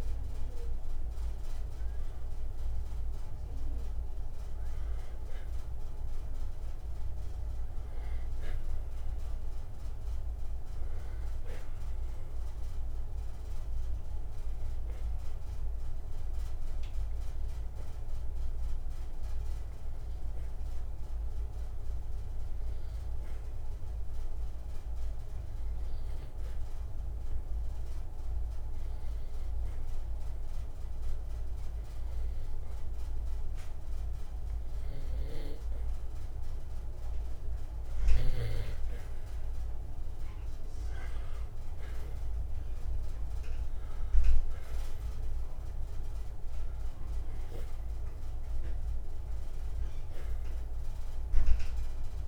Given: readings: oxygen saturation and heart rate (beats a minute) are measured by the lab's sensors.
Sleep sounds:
breathing in sleep, hard to hear, by a room microphone; 1
0.00-4.50 s: oxygen desaturation (device-marked, oxygen 91% lowest, heart rate 59 extreme)
10.00-14.00 s: arousal
18.00-38.00 s: hypopnea (oxygen 96% before, 90% lowest, heart rate 61 before, 59 extreme, up 6 after)
42.50-47.00 s: arousal
From the record:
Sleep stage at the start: N2 (light sleep); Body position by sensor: on the back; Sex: male

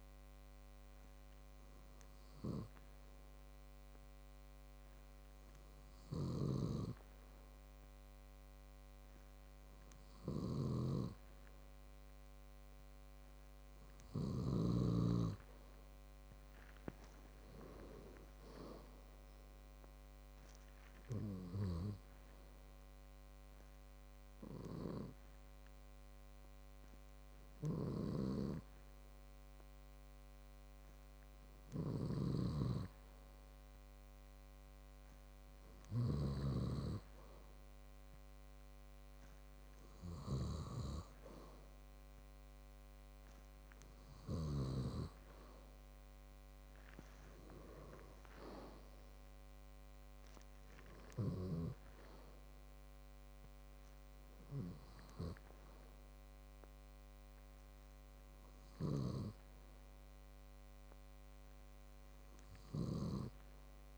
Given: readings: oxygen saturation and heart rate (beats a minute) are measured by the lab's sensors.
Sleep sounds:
breathing in sleep by a microphone on the trachea; none
33.00-45.50 s: snoring (device-marked)
From the record:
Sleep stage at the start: N2 (light sleep); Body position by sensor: on the back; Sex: male

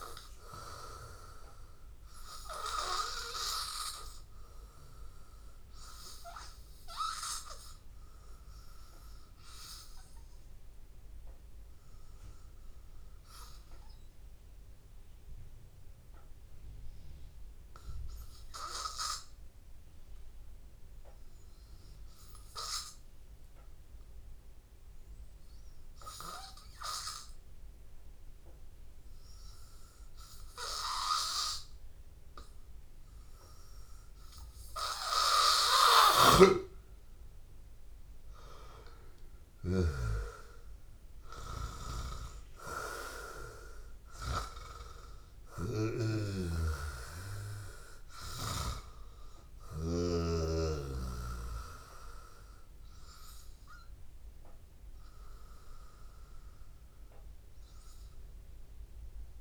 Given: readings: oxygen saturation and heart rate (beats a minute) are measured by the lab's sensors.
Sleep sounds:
breathing in sleep by a room microphone; 1
0.00-20.50 s: oxygen desaturation (device-marked, oxygen 89% lowest, heart rate 83 extreme)
15.00-36.50 s: hypopnea (oxygen 95% before, 89% lowest, heart rate 84 before, 83 extreme, up 3 after)
29.50-59.41 s: oxygen desaturation (device-marked, oxygen 98% before, 89% lowest, heart rate 84 before, 82 extreme)
38.00-41.00 s: arousal
46.00-50.50 s: snoring (device-marked)
47.00-49.00 s: long interval between heartbeats (device-marked, heart rate 84 before, 87 extreme)
From the record:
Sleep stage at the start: N2 (light sleep); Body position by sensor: on the back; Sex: male

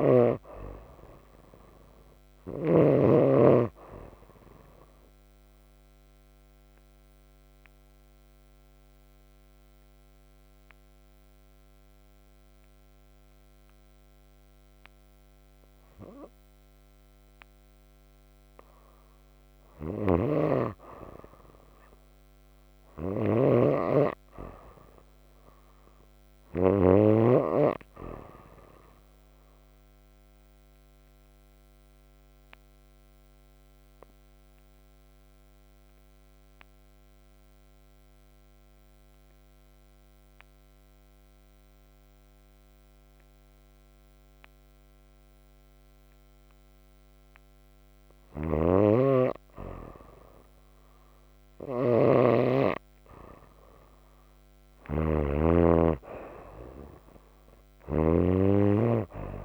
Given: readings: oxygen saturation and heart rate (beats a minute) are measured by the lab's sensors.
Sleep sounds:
breathing in sleep by a microphone on the trachea; 2
0.00-2.50 s: snoring (device-marked)
4.00-18.50 s: obstructive apnea (oxygen 95% before, 89% lowest, heart rate 60 before, 58 extreme, up 6 after)
19.50-27.00 s: snoring (device-marked)
20.00-26.00 s: oxygen desaturation (device-marked, oxygen 95% before, 90% lowest, heart rate 61 before, 59 extreme)
20.50-24.00 s: arousal
30.50-47.50 s: obstructive apnea (oxygen 96% before, 84% lowest, heart rate 60 before, 53 extreme, up 3 after)
40.00-53.00 s: oxygen desaturation (device-marked, oxygen 96% before, 92% lowest, heart rate 61 before, 49 extreme)
48.00-59.44 s: snoring (device-marked)
55.00-59.00 s: arousal
From the record:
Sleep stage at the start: N2 (light sleep); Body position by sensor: on the right side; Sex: female

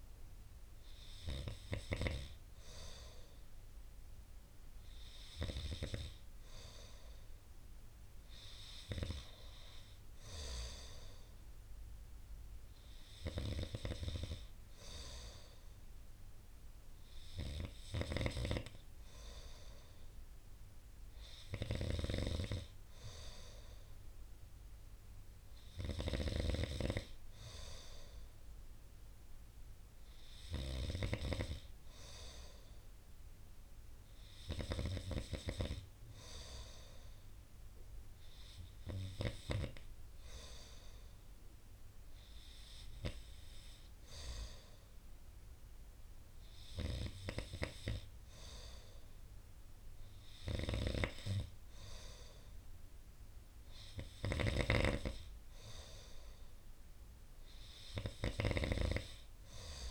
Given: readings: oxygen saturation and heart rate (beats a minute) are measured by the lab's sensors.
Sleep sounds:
breathing in sleep by a room microphone; none
21.50-26.50 s: snoring (device-marked)
54.50-59.00 s: snoring (device-marked)
From the record:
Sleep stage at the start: N2 (light sleep); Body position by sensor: on the right side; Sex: male

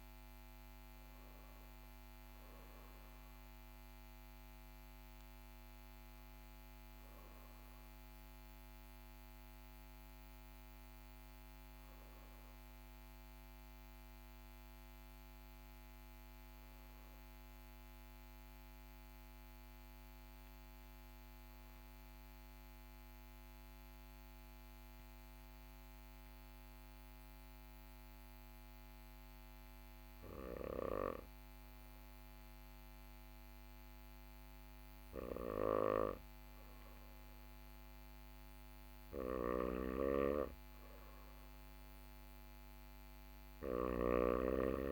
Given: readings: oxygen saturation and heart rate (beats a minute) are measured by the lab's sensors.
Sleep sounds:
breathing in sleep by a microphone on the trachea; 1
12.50-37.50 s: hypopnea (oxygen 95% before, 92% lowest, heart rate 40 before, 39 extreme, up 2 after)
34.50-43.00 s: snoring (device-marked)
39.50-44.50 s: arousal
From the record:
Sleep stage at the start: N2 (light sleep); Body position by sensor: on the back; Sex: male

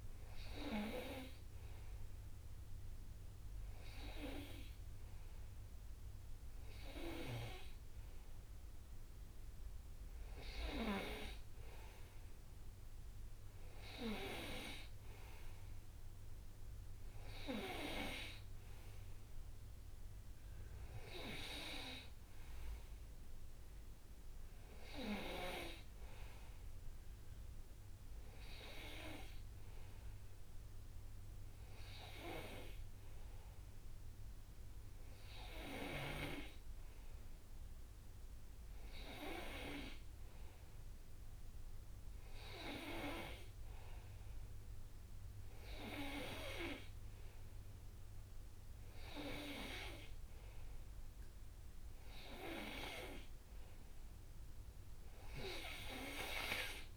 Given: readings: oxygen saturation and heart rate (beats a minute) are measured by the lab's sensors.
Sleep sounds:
breathing in sleep by a room microphone; none
none scored
From the record:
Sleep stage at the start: N2 (light sleep); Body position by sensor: on the right side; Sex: male

